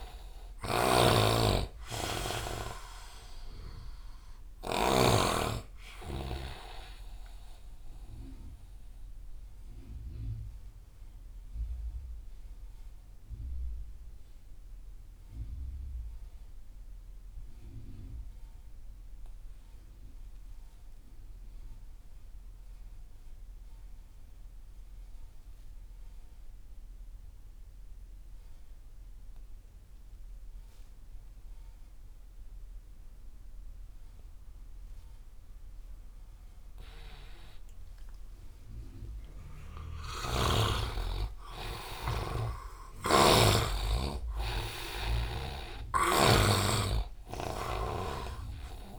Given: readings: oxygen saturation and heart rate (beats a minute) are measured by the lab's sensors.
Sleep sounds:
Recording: breathing in sleep by a room microphone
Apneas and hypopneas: 1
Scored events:
0.00-21.00 s: oxygen desaturation (device-marked, oxygen 78% lowest)
8.50-37.00 s: mixed apnea (oxygen 96% before, 78% lowest)
38.00-48.00 s: oxygen desaturation (device-marked, oxygen 99% before, 93% lowest)
39.50-45.00 s: arousal
40.00-48.99 s: snoring (device-marked)
From the record:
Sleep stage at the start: N2 (light sleep)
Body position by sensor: on the right side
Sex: male

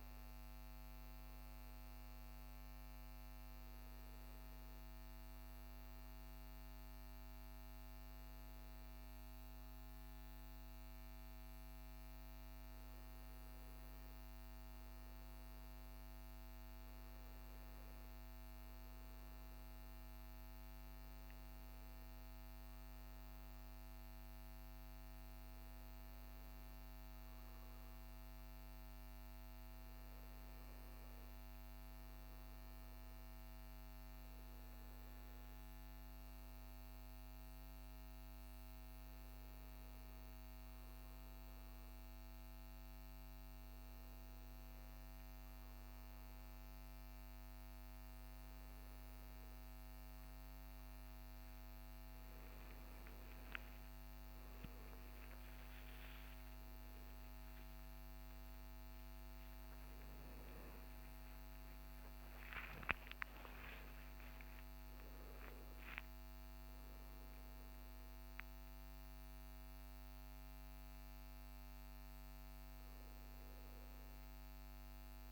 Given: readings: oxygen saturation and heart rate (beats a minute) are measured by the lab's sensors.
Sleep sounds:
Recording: breathing in sleep, hard to hear, by a microphone on the trachea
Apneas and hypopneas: none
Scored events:
53.50-61.00 s: arousal
53.50-75.32 s: new sleep stage, N1 (lightest sleep)
From the record:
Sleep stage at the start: N2 (light sleep)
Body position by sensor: on the right side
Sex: male

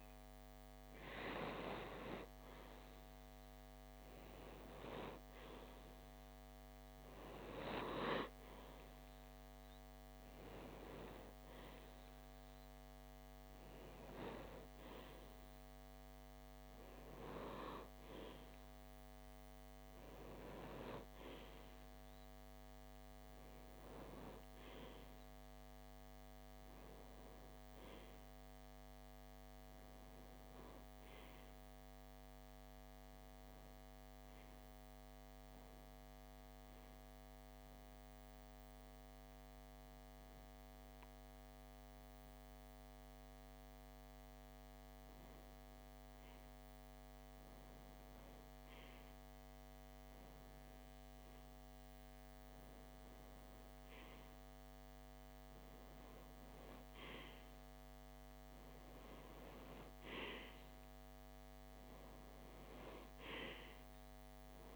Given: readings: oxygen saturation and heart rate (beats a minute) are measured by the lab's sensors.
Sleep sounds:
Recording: breathing in sleep by a microphone on the trachea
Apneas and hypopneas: 1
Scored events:
0.00-2.50 s: arousal
32.50-45.50 s: hypopnea (oxygen 96% before, 94% lowest)
49.50-53.00 s: arousal
From the record:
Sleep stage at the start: REM sleep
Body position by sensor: on the left side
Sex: male

